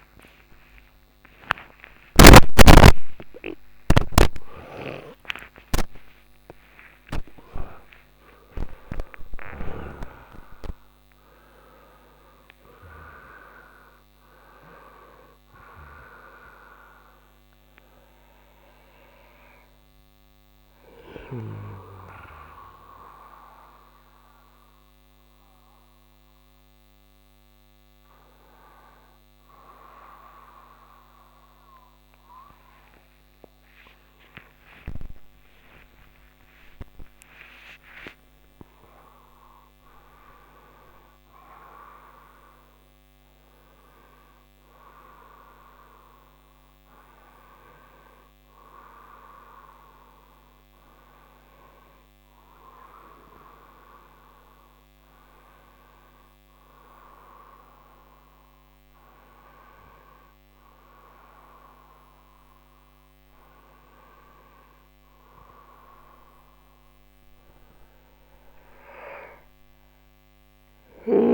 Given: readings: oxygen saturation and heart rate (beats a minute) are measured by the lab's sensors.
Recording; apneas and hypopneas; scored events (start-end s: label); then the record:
breathing in sleep by a microphone on the trachea; none
0.00-4.00 s: arousal
5.50-17.50 s: oxygen desaturation (device-marked, oxygen 98% before, 93% lowest)
24.50-32.50 s: oxygen desaturation (device-marked, oxygen 96% before, 93% lowest)
33.50-38.50 s: arousal
51.50-62.50 s: oxygen desaturation (device-marked, oxygen 98% before, 93% lowest)
68.00-71.34 s: arousal
From the record:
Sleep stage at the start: N1 (lightest sleep); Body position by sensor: on the right side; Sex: male